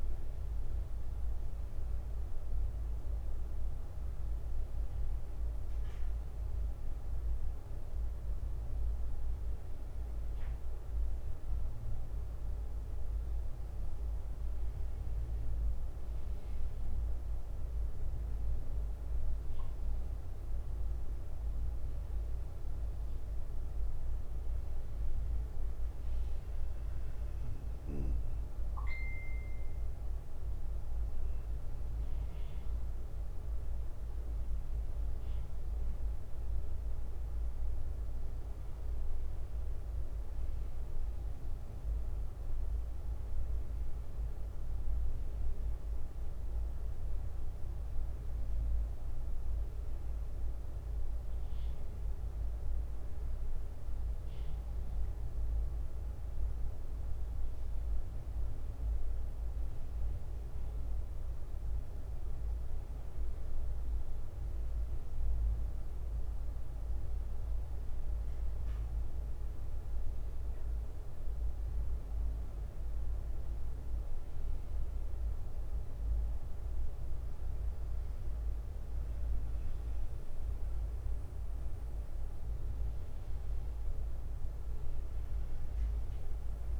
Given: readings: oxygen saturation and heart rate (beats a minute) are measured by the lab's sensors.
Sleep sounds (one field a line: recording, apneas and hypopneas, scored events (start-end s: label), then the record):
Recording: breathing in sleep, hard to hear, by a room microphone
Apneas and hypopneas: none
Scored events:
5.00-7.00 s: bradycardia (device-marked, heart rate 70 before, 60 extreme)
14.00-23.00 s: bradycardia (device-marked, heart rate 70 before, 57 extreme)
25.00-32.00 s: bradycardia (device-marked, heart rate 70 before, 58 extreme)
56.00-58.00 s: bradycardia (device-marked, heart rate 70 before, 60 extreme)
75.00-81.00 s: bradycardia (device-marked, heart rate 69 before, 59 extreme)
From the record:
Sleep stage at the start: N2 (light sleep)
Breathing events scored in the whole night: 122 in 4.0 hours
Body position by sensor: on the back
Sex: male